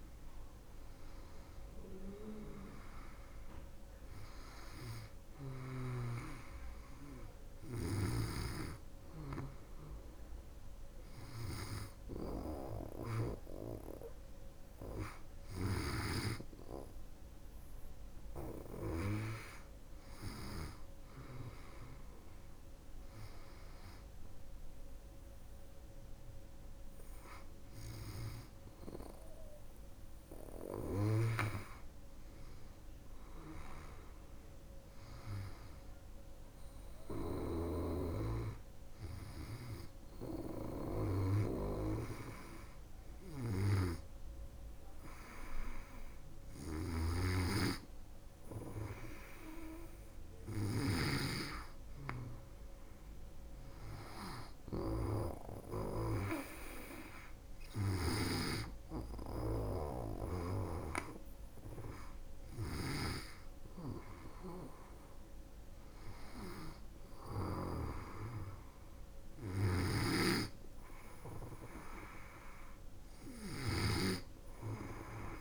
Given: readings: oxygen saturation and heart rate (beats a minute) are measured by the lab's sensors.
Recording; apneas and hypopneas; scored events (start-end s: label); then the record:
breathing in sleep by a room microphone; none
46.00-55.50 s: snoring (device-marked)
69.00-75.41 s: snoring (device-marked)
From the record:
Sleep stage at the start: N2 (light sleep); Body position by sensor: on the back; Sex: female